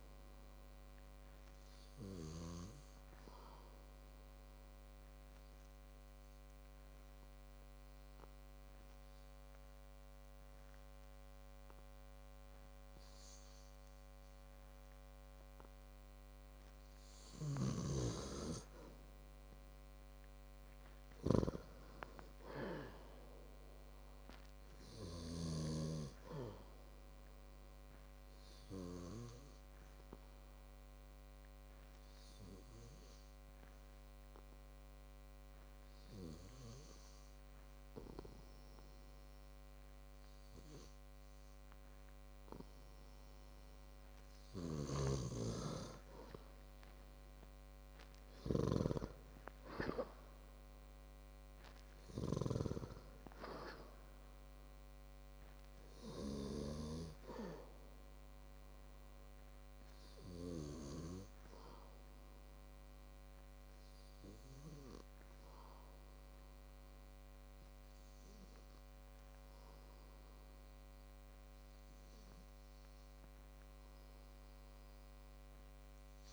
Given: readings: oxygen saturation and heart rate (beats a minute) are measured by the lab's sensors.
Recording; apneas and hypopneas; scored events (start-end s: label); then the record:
breathing in sleep by a microphone on the trachea; 2
0.00-13.50 s: oxygen desaturation (device-marked, oxygen 93% lowest, heart rate 52 extreme)
1.50-20.50 s: hypopnea (oxygen 97% before, 93% lowest, heart rate 60 before, 52 extreme, up 16 after)
21.50-25.00 s: arousal
28.00-42.00 s: hypopnea (oxygen 98% before, 94% lowest, heart rate 58 before, 53 extreme, up 8 after)
43.00-46.00 s: arousal
45.50-65.50 s: oxygen desaturation (device-marked, oxygen 97% before, 94% lowest, heart rate 58 before, 53 extreme)
From the record:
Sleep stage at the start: N2 (light sleep); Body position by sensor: on the back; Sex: male